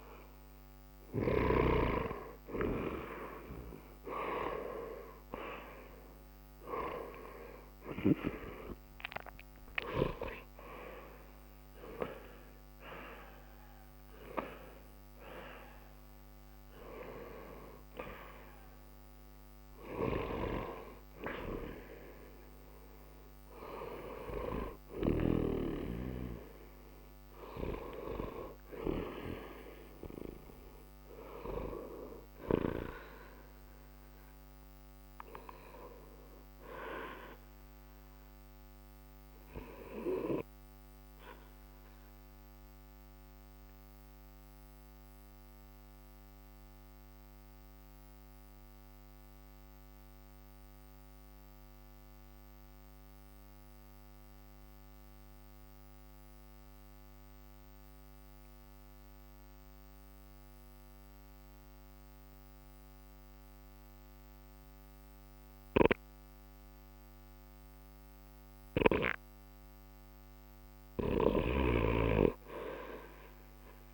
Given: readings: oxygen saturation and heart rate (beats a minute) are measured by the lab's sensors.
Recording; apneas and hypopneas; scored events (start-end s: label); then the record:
breathing in sleep by a microphone on the trachea; 1
0.00-3.00 s: oxygen desaturation (device-marked, oxygen 82% lowest, heart rate 60 extreme)
5.50-9.50 s: arousal
22.00-40.00 s: oxygen desaturation (device-marked, oxygen 86% before, 81% lowest, heart rate 61 before, 60 extreme)
41.00-68.50 s: obstructive apnea (oxygen 95% before, 84% lowest, heart rate 60 before, 60 extreme, up 0 after)
68.00-73.94 s: oxygen desaturation (device-marked, oxygen 96% before, 84% lowest, heart rate 60 before, 60 extreme)
71.00-73.94 s: arousal
73.00-73.94 s: new sleep stage, REM sleep
From the record:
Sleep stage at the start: N2 (light sleep); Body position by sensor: on the right side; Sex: male